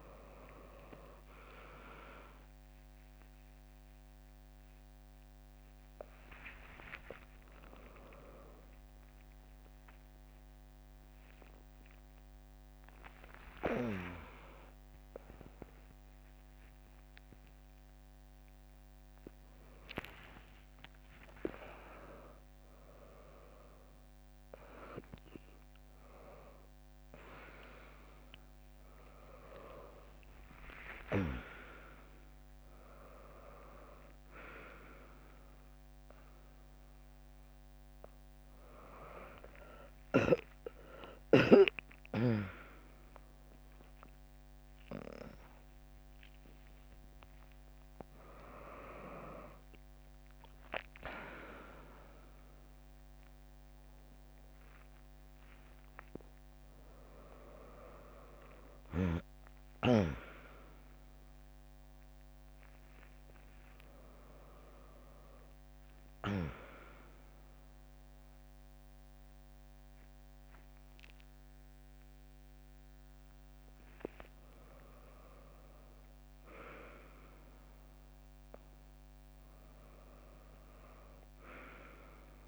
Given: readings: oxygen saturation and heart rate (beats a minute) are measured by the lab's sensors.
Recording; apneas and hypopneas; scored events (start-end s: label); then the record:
a person awake in a sleep study, by a microphone on the trachea; none
0.00-4.00 s: tachycardia (device-marked, heart rate 115 extreme)
0.50-2.50 s: long interval between heartbeats (device-marked, heart rate 101 before, 105 extreme)
11.00-13.00 s: long interval between heartbeats (device-marked, heart rate 98 before, 97 extreme)
11.00-23.00 s: tachycardia (device-marked, heart rate 73 before, 120 extreme)
14.00-16.00 s: long interval between heartbeats (device-marked, heart rate 99 before, 105 extreme)
16.50-18.50 s: long interval between heartbeats (device-marked, heart rate 100 before, 106 extreme)
20.50-22.50 s: long interval between heartbeats (device-marked, heart rate 105 before, 118 extreme)
28.00-34.00 s: tachycardia (device-marked, heart rate 75 before, 102 extreme)
31.00-33.00 s: long interval between heartbeats (device-marked, heart rate 104 before, 101 extreme)
38.00-50.00 s: drop in pulse transit time (device-marked, heart rate 103 before, 93 extreme)
55.00-82.48 s: new sleep stage, N1 (lightest sleep)
From the record:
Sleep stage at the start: awake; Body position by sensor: on the back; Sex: female